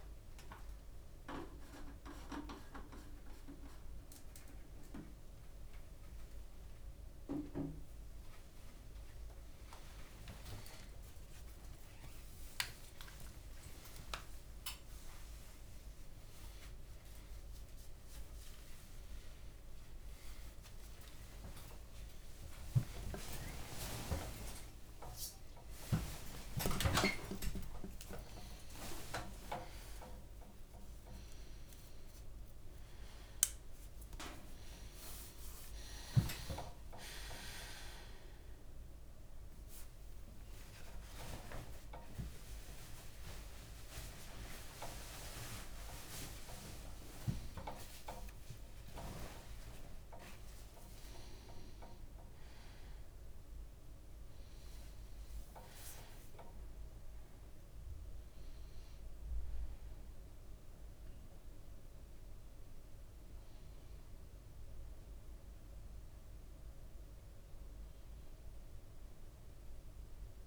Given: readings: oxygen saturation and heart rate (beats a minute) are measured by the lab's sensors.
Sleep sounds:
a person awake in a sleep study, by a room microphone; none
0.00-7.50 s: leg movement (device-marked)
12.00-18.00 s: leg movement (device-marked)
19.00-29.50 s: leg movement (device-marked)
36.00-37.00 s: leg movement (device-marked)
42.00-47.50 s: leg movement (device-marked)
63.50-70.47 s: oxygen desaturation (device-marked, oxygen 100% before, 97% lowest, heart rate 70 before, 59 extreme)
From the record:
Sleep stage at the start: awake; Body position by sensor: on the right side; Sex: male

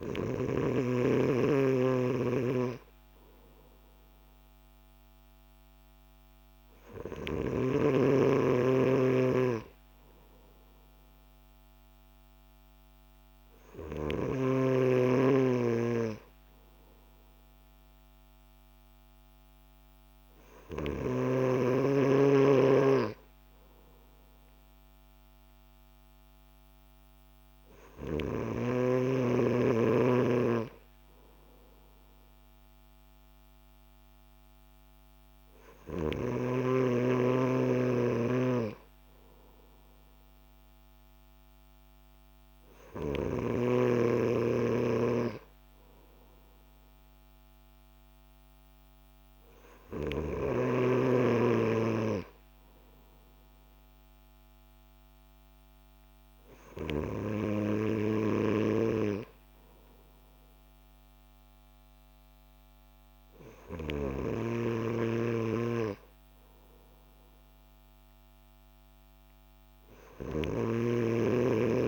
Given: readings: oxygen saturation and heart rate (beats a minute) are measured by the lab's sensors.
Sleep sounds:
breathing in sleep by a microphone on the trachea; none
38.00-44.00 s: snoring (device-marked)
From the record:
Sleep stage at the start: N3 (deep sleep); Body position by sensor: on the back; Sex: male

